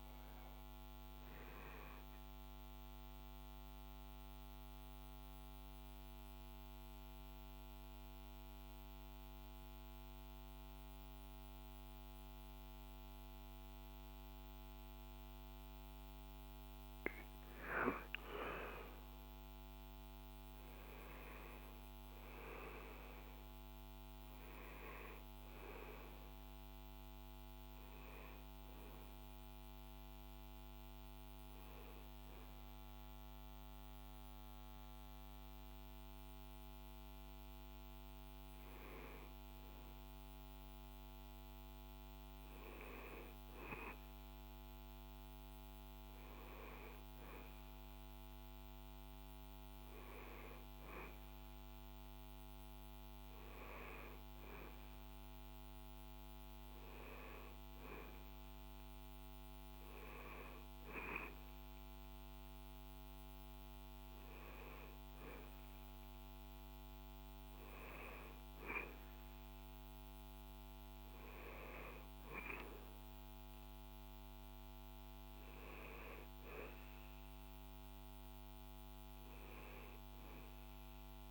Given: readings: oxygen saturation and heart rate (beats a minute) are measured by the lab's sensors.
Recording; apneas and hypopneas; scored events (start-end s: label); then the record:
a person awake in a sleep study, by a microphone on the trachea; 1
2.00-17.00 s: central apnea (oxygen 99% before, 95% lowest, heart rate 79 before, 74 extreme, up 5 after)
19.50-39.50 s: oxygen desaturation (device-marked, oxygen 98% before, 95% lowest, heart rate 76 before, 74 extreme)
From the record:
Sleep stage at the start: awake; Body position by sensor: on the back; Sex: male